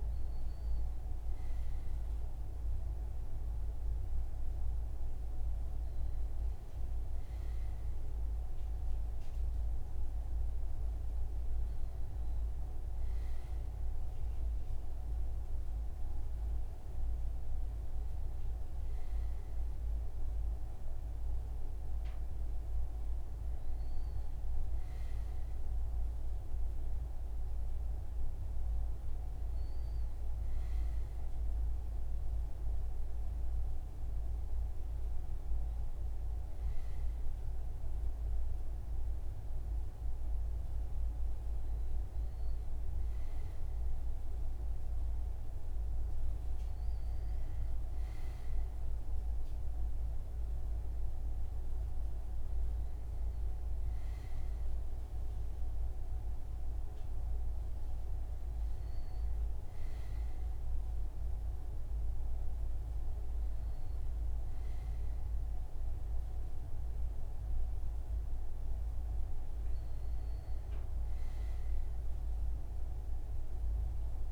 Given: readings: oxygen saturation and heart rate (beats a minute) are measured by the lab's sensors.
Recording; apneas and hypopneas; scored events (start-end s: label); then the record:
breathing in sleep, hard to hear, by a room microphone; none
none scored
From the record:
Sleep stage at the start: N2 (light sleep); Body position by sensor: on the front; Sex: male